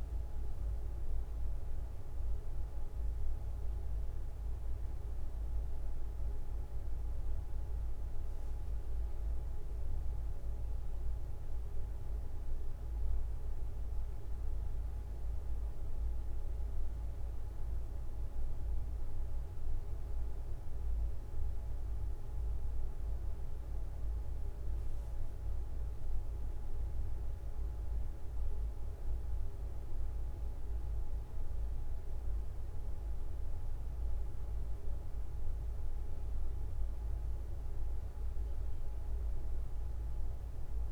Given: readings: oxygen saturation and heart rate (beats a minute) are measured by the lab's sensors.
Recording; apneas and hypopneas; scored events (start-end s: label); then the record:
a person partly awake in a sleep study, hard to hear, by a room microphone; none
6.00-40.92 s: new sleep stage, N1 (lightest sleep)
7.50-9.50 s: long interval between heartbeats (device-marked, heart rate 34 before, 49 extreme)
15.00-17.00 s: long interval between heartbeats (device-marked, heart rate 39 before, 41 extreme)
18.50-20.50 s: long interval between heartbeats (device-marked, heart rate 42 before, 42 extreme)
24.50-26.50 s: long interval between heartbeats (device-marked, heart rate 42 before, 34 extreme)
31.50-33.50 s: long interval between heartbeats (device-marked, heart rate 36 before, 26 extreme)
From the record:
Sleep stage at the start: awake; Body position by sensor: on the back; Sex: male